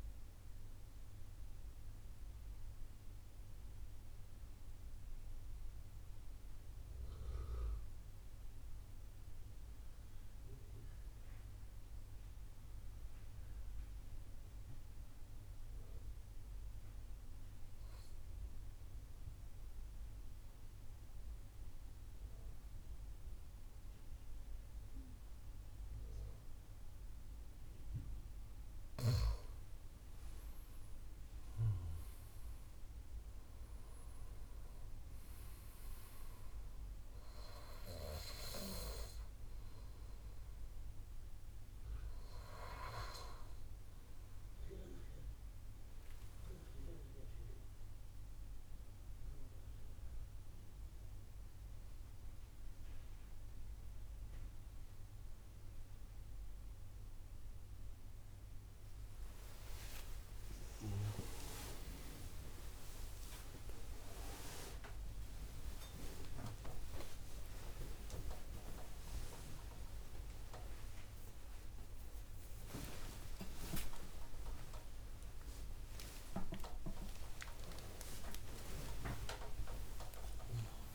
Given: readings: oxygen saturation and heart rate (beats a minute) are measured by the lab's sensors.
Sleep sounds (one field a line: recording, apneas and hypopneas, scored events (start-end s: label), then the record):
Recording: a person partly awake in a sleep study, by a room microphone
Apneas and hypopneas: 1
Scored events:
0.00-14.50 s: oxygen desaturation (device-marked, oxygen 94% lowest, heart rate 55 extreme)
0.50-28.50 s: central apnea (oxygen 99% before, 93% lowest, heart rate 83 before, 55 extreme, up 13 after)
30.50-33.50 s: arousal
30.50-55.50 s: oxygen desaturation (device-marked, oxygen 98% before, 93% lowest, heart rate 58 before, 59 extreme)
47.50-80.95 s: new sleep stage, awake
From the record:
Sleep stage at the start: N2 (light sleep)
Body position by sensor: on the back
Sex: male